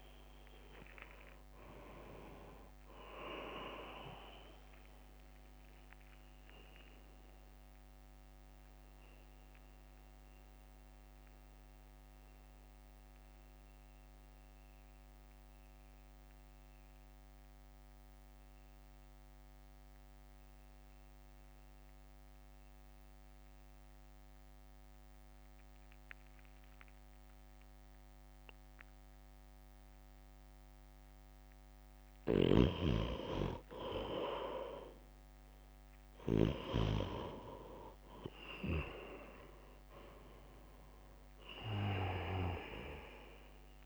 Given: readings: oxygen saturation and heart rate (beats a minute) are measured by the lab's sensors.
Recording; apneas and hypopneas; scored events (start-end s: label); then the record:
breathing in sleep by a microphone on the trachea; 1
0.00-9.00 s: drop in pulse transit time (device-marked, heart rate 59 extreme)
6.00-31.00 s: mixed apnea (oxygen 97% before, 90% lowest, heart rate 63 before, 49 extreme, up 2 after)
33.50-36.00 s: arousal
34.00-43.85 s: oxygen desaturation (device-marked, oxygen 99% before, 90% lowest, heart rate 60 before, 48 extreme)
37.00-43.85 s: drop in pulse transit time (device-marked, heart rate 59 before, 49 extreme)
From the record:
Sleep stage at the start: N2 (light sleep); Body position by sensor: on the right side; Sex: male